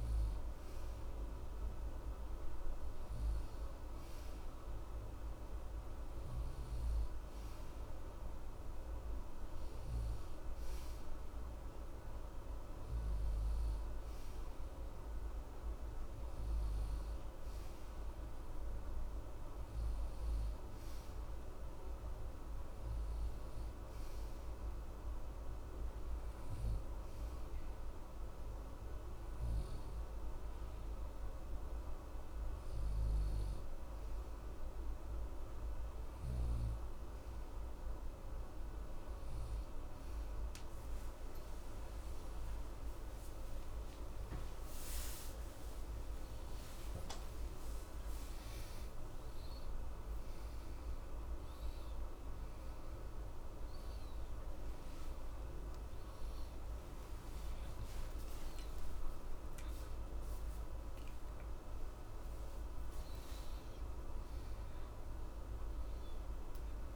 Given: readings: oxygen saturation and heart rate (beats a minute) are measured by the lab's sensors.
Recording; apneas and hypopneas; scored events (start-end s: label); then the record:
breathing in sleep, hard to hear, by a room microphone; none
43.50-49.50 s: arousal
51.00-66.96 s: new sleep stage, N1 (lightest sleep)
From the record:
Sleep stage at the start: N2 (light sleep); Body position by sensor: on the right side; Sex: male